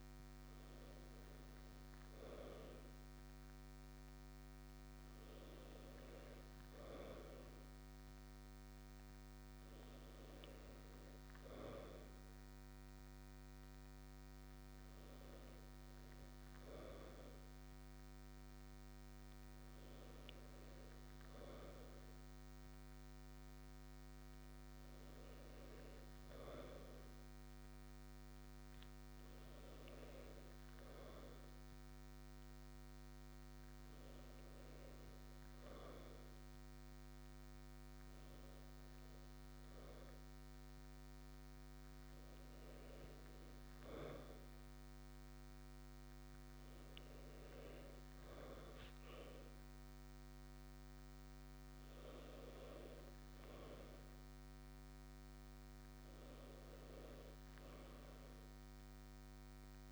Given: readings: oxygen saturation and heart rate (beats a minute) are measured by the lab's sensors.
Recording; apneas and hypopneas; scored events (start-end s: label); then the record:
breathing in sleep by a microphone on the trachea; none
none scored
From the record:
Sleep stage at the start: N2 (light sleep); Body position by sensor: on the right side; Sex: male